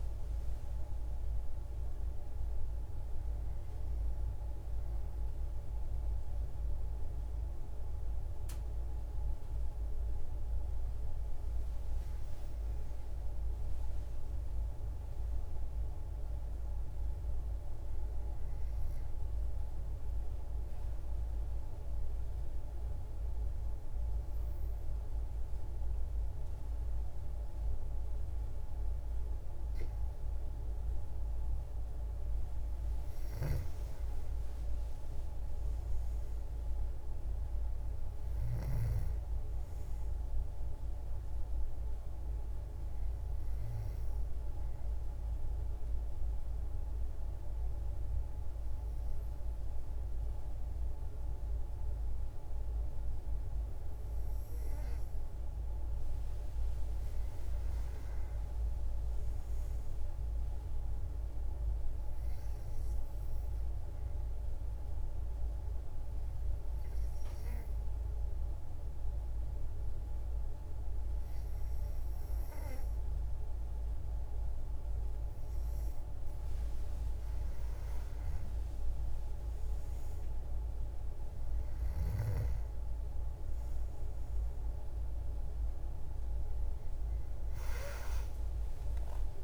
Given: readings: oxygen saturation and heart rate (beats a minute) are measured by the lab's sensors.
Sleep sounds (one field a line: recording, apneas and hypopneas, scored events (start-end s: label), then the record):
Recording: breathing in sleep, hard to hear, by a room microphone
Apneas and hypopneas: 3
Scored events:
0.00-8.50 s: oxygen desaturation (device-marked, oxygen 92% lowest, heart rate 52 extreme)
13.50-16.50 s: arousal
19.00-29.00 s: obstructive apnea (oxygen 97% before, 93% lowest, heart rate 66 before, 53 extreme, up 10 after)
31.00-34.50 s: arousal
40.50-59.50 s: oxygen desaturation (device-marked, oxygen 97% before, 94% lowest, heart rate 57 before, 57 extreme)
44.50-54.50 s: obstructive apnea (oxygen 97% before, 92% lowest, heart rate 59 before, 57 extreme, up 7 after)
56.50-59.50 s: arousal
61.50-80.50 s: oxygen desaturation (device-marked, oxygen 97% before, 93% lowest, heart rate 83 before, 54 extreme)
62.00-74.00 s: obstructive apnea (oxygen 97% before, 92% lowest, heart rate 83 before, 62 extreme, up 42 after)
76.50-80.50 s: arousal
From the record:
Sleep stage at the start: N2 (light sleep)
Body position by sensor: on the back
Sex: female